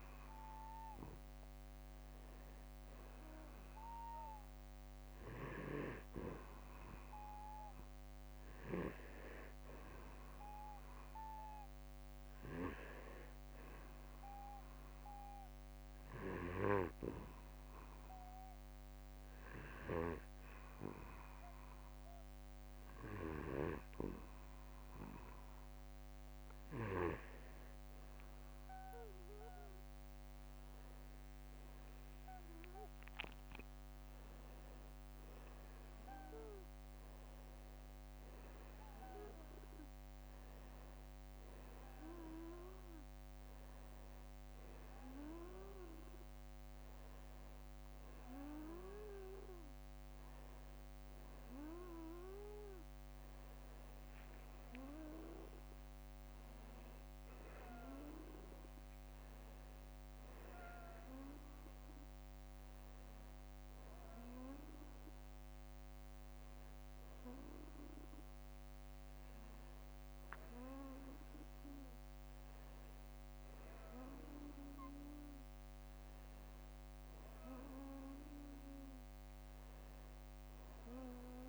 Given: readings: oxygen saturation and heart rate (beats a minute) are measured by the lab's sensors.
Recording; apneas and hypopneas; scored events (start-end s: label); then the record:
breathing in sleep by a microphone on the trachea; 1
19.00-29.00 s: hypopnea (oxygen 94% before, 90% lowest, heart rate 56 before, 54 extreme, up 12 after)
33.00-37.50 s: arousal
43.00-81.49 s: new sleep stage, N1 (lightest sleep)
57.00-59.00 s: long interval between heartbeats (device-marked, heart rate 65 before, 59 extreme)
72.50-74.50 s: long interval between heartbeats (device-marked, heart rate 60 before, 60 extreme)
From the record:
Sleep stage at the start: N2 (light sleep); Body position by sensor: on the back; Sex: male